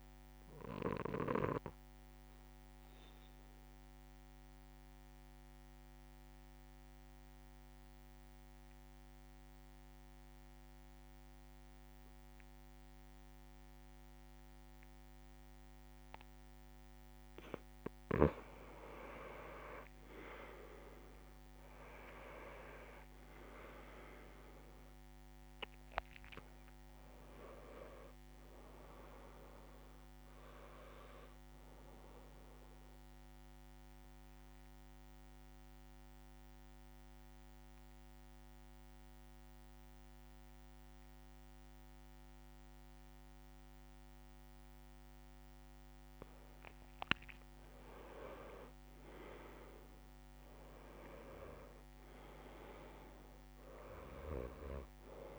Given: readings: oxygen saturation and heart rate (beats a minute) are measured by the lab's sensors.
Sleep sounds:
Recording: breathing in sleep by a microphone on the trachea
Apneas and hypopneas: 2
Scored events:
0.00-12.00 s: oxygen desaturation (device-marked, oxygen 92% lowest)
1.50-17.50 s: obstructive apnea (oxygen 97% before, 89% lowest)
20.00-25.50 s: arousal
23.00-43.00 s: oxygen desaturation (device-marked, oxygen 96% before, 89% lowest)
33.50-46.00 s: obstructive apnea (oxygen 96% before, 89% lowest)
45.00-47.00 s: long interval between heartbeats (device-marked)
47.50-50.50 s: arousal
From the record:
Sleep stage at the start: N2 (light sleep)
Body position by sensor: on the back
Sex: male

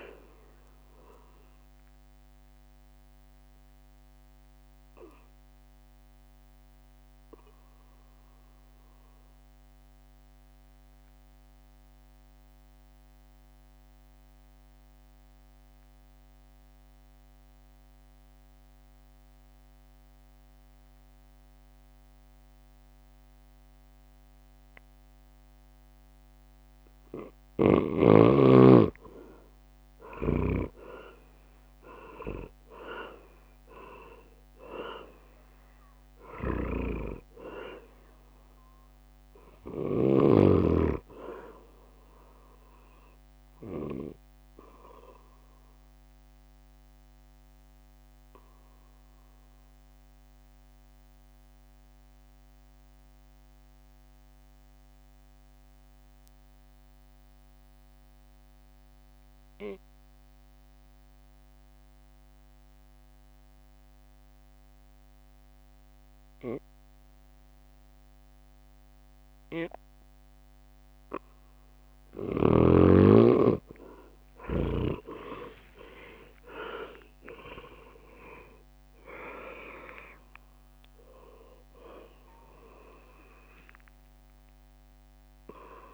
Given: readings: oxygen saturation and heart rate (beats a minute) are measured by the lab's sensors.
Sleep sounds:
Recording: breathing in sleep by a microphone on the trachea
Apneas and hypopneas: 2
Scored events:
0.00-8.00 s: drop in pulse transit time (device-marked, heart rate 63 extreme)
1.00-7.00 s: oxygen desaturation (device-marked, oxygen 99% before, 94% lowest, heart rate 65 before, 59 extreme)
2.00-28.00 s: mixed apnea (oxygen 99% before, 90% lowest, heart rate 66 before, 57 extreme, up 13 after)
9.00-20.00 s: oxygen desaturation (device-marked, oxygen 97% before, 93% lowest, heart rate 67 before, 59 extreme)
28.00-32.50 s: leg movement (device-marked)
29.00-62.00 s: oxygen desaturation (device-marked, oxygen 99% before, 90% lowest, heart rate 61 before, 57 extreme)
29.50-33.50 s: arousal
30.00-47.00 s: drop in pulse transit time (device-marked, heart rate 61 before, 63 extreme)
46.50-71.00 s: obstructive apnea (oxygen 99% before, 90% lowest, heart rate 67 before, 57 extreme, up 16 after)
72.50-76.50 s: leg movement (device-marked)
73.50-77.50 s: arousal
75.00-85.94 s: drop in pulse transit time (device-marked, heart rate 62 before, 58 extreme)
80.00-85.94 s: oxygen desaturation (device-marked, oxygen 98% before, 90% lowest, heart rate 65 before, 57 extreme)
From the record:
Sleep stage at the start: N2 (light sleep)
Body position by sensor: on the back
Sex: male

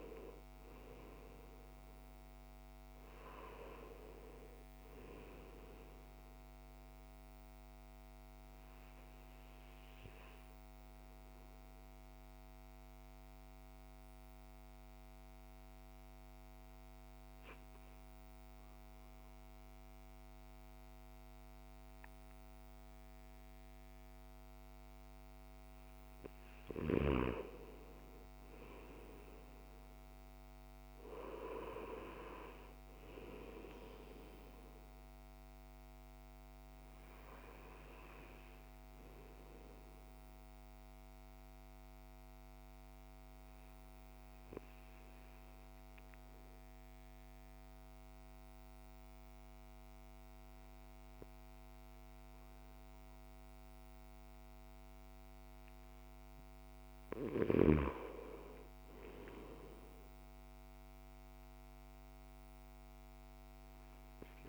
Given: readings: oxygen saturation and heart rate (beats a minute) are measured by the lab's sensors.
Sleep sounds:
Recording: breathing in sleep by a microphone on the trachea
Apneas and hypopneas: 2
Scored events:
3.00-17.00 s: oxygen desaturation (device-marked, oxygen 97% before, 93% lowest, heart rate 56 before, 53 extreme)
8.50-26.00 s: obstructive apnea (oxygen 97% before, 93% lowest, heart rate 58 before, 53 extreme, up 6 after)
27.50-31.50 s: arousal
36.00-51.00 s: oxygen desaturation (device-marked, oxygen 97% before, 93% lowest, heart rate 58 before, 53 extreme)
40.00-55.50 s: obstructive apnea (oxygen 97% before, 93% lowest, heart rate 58 before, 52 extreme, up 5 after)
58.50-61.00 s: arousal
From the record:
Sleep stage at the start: N2 (light sleep)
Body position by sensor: on the back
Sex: male

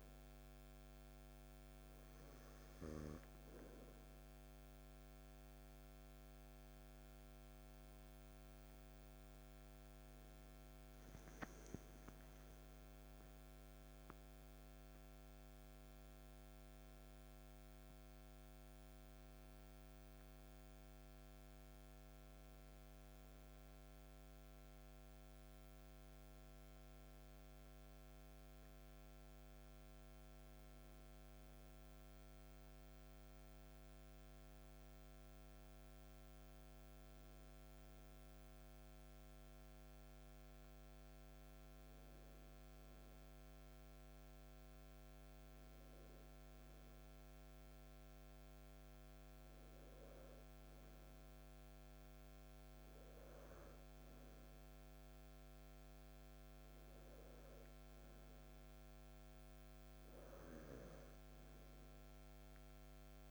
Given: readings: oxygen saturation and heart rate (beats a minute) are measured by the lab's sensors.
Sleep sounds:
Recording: breathing in sleep, hard to hear, by a microphone on the trachea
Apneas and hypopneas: none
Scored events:
7.00-12.00 s: arousal
From the record:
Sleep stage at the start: N2 (light sleep)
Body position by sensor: on the back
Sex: male

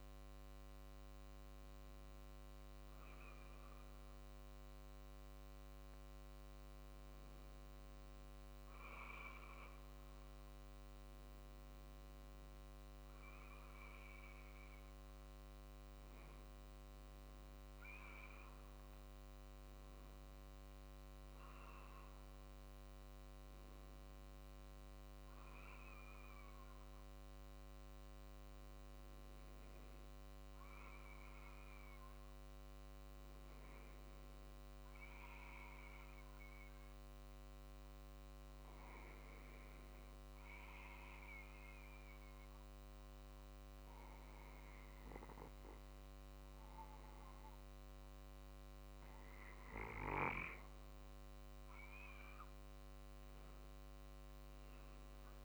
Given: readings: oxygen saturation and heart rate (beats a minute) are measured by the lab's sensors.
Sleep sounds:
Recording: breathing in sleep, hard to hear, by a microphone on the trachea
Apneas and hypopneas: 1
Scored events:
16.00-20.00 s: arousal
29.00-49.00 s: obstructive apnea (oxygen 97% before, 95% lowest, heart rate 48 before, 46 extreme, up 4 after)
41.50-55.45 s: new sleep stage, N2 (light sleep)
52.50-55.45 s: drop in pulse transit time (device-marked, heart rate 47 before, 47 extreme)
53.00-55.45 s: arousal
From the record:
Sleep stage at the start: N1 (lightest sleep)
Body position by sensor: on the back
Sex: male

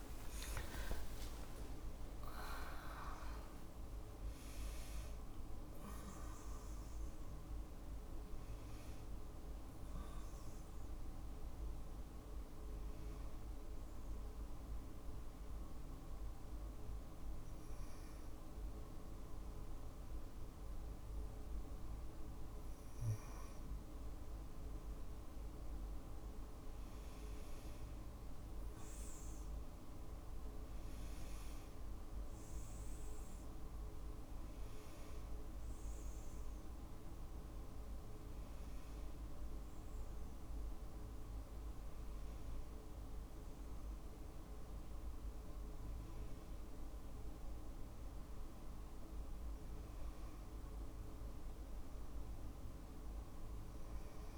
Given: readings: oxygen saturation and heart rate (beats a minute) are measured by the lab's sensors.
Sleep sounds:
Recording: breathing in sleep, hard to hear, by a room microphone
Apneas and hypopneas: 1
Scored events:
0.00-3.50 s: tachycardia (device-marked, heart rate 116 extreme)
13.50-25.00 s: hypopnea (oxygen 95% before, 94% lowest)
28.00-32.50 s: arousal
From the record:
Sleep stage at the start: N1 (lightest sleep)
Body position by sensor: on the back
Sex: female

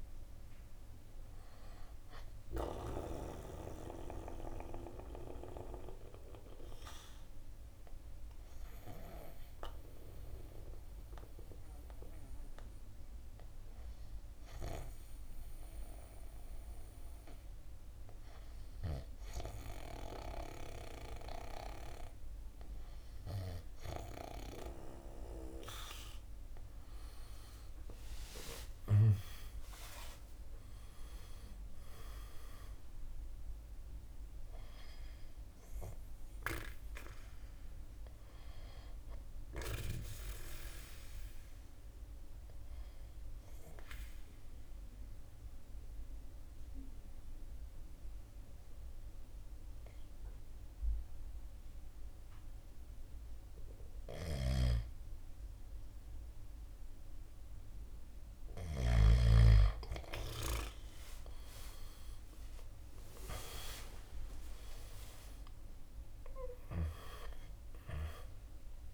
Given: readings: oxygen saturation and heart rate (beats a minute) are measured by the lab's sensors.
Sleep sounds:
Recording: breathing in sleep by a room microphone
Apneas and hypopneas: 2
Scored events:
0.00-5.00 s: drop in pulse transit time (device-marked, heart rate 63 extreme)
0.00-17.00 s: oxygen desaturation (device-marked, oxygen 90% lowest, heart rate 60 extreme)
3.00-25.50 s: hypopnea (oxygen 97% before, 89% lowest, heart rate 66 before, 60 extreme, up 13 after)
27.00-52.00 s: oxygen desaturation (device-marked, oxygen 97% before, 91% lowest, heart rate 62 before, 58 extreme)
27.50-32.50 s: arousal
29.00-42.00 s: drop in pulse transit time (device-marked, heart rate 63 before, 64 extreme)
42.50-57.50 s: mixed apnea (oxygen 97% before, 89% lowest, heart rate 66 before, 58 extreme, up 10 after)
54.00-59.00 s: snoring (device-marked)
60.50-65.50 s: arousal
64.00-68.94 s: drop in pulse transit time (device-marked, heart rate 63 before, 63 extreme)
66.00-68.94 s: oxygen desaturation (device-marked, oxygen 97% before, 89% lowest, heart rate 63 before, 58 extreme)
From the record:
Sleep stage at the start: N2 (light sleep)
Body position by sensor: on the back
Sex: male

